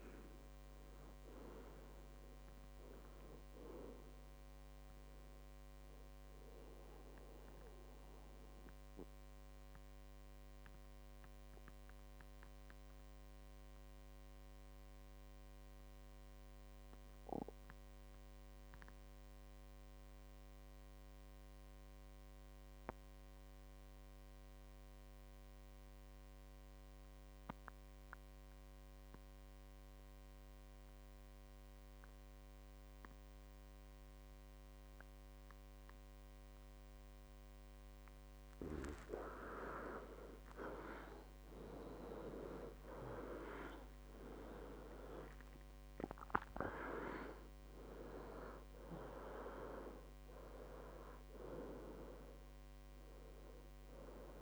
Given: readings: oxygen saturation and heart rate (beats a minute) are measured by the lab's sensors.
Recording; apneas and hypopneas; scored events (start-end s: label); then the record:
breathing in sleep by a microphone on the trachea; 1
0.00-11.00 s: oxygen desaturation (device-marked, oxygen 93% lowest, heart rate 56 extreme)
5.50-40.00 s: mixed apnea (oxygen 98% before, 92% lowest, heart rate 71 before, 56 extreme, up 21 after)
41.00-46.00 s: arousal
44.00-54.42 s: oxygen desaturation (device-marked, oxygen 98% before, 92% lowest, heart rate 62 before, 57 extreme)
From the record:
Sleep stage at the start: N2 (light sleep); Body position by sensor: on the back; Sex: male